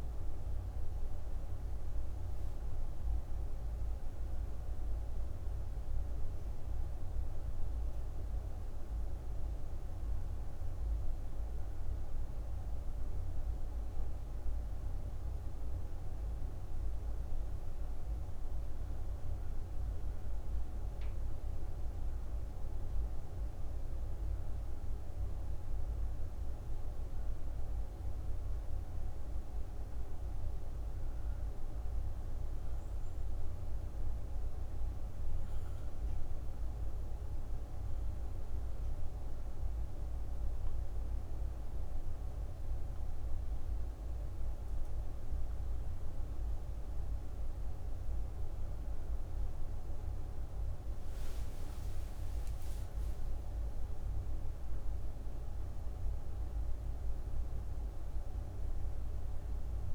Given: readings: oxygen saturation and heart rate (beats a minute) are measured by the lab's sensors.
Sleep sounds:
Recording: a person partly awake in a sleep study, hard to hear, by a room microphone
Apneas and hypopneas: none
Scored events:
0.00-25.50 s: oxygen desaturation (device-marked, oxygen 93% lowest, heart rate 59 extreme)
19.50-59.94 s: new sleep stage, N1 (lightest sleep)
51.00-57.00 s: arousal
52.50-59.94 s: oxygen desaturation (device-marked, oxygen 93% before, 89% lowest, heart rate 65 before, 59 extreme)
From the record:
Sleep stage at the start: awake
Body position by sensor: on the back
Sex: female

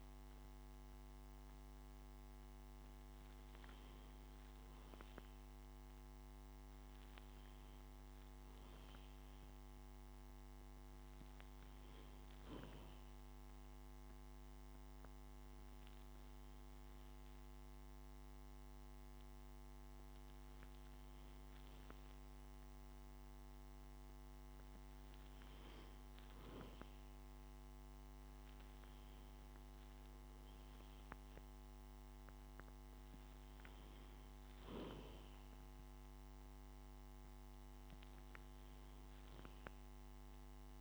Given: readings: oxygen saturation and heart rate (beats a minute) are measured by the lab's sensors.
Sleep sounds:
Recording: breathing in sleep, hard to hear, by a microphone on the trachea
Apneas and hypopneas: none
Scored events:
none scored
From the record:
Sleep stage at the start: N2 (light sleep)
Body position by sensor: on the back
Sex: male

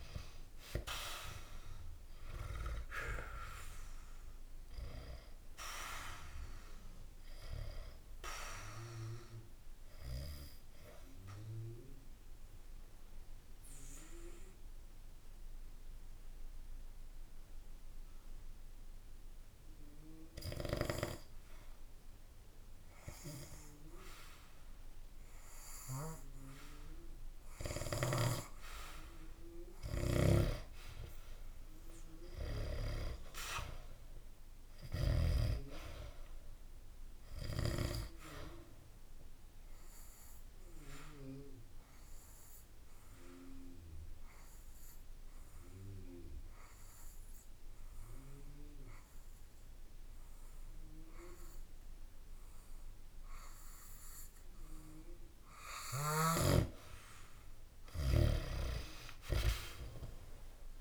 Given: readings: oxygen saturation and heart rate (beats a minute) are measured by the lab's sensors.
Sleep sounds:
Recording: breathing in sleep by a room microphone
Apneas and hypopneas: 2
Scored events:
0.00-11.50 s: oxygen desaturation (device-marked, oxygen 89% lowest, heart rate 63 extreme)
6.00-28.00 s: obstructive apnea (oxygen 96% before, 89% lowest, heart rate 67 before, 63 extreme, up 0 after)
27.50-32.50 s: snoring (device-marked)
31.00-33.50 s: arousal
37.50-52.50 s: oxygen desaturation (device-marked, oxygen 98% before, 92% lowest, heart rate 66 before, 65 extreme)
37.50-56.50 s: obstructive apnea (oxygen 98% before, 88% lowest, heart rate 66 before, 65 extreme, up 2 after)
58.50-60.81 s: arousal
From the record:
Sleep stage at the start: N2 (light sleep)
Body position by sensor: on the back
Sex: male

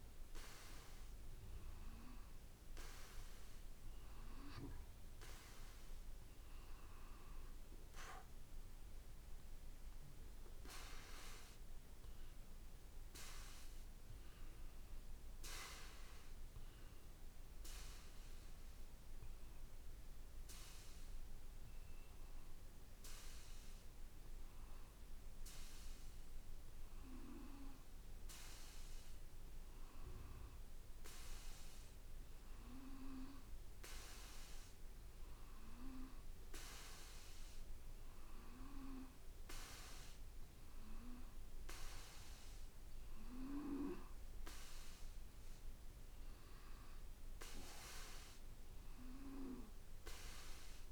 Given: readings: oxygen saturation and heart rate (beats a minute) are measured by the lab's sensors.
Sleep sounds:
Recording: breathing in sleep by a room microphone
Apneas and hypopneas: none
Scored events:
0.00-1.00 s: arousal
From the record:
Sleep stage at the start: N2 (light sleep)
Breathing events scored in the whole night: 191 in 4.5 hours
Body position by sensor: on the back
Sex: male

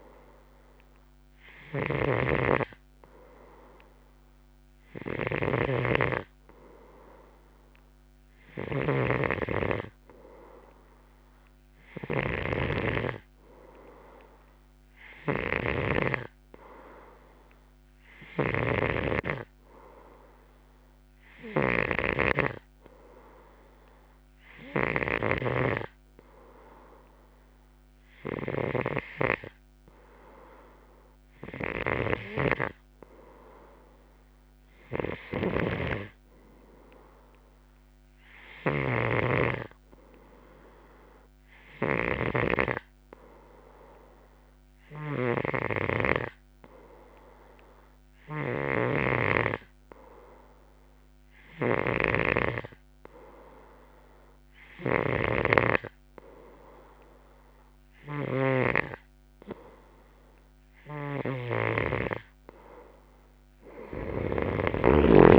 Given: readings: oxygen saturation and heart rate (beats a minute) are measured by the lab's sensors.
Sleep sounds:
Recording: breathing in sleep by a microphone on the trachea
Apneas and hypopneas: none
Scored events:
0.00-65.39 s: snoring (device-marked)
From the record:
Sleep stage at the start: N2 (light sleep)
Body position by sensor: on the left side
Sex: male

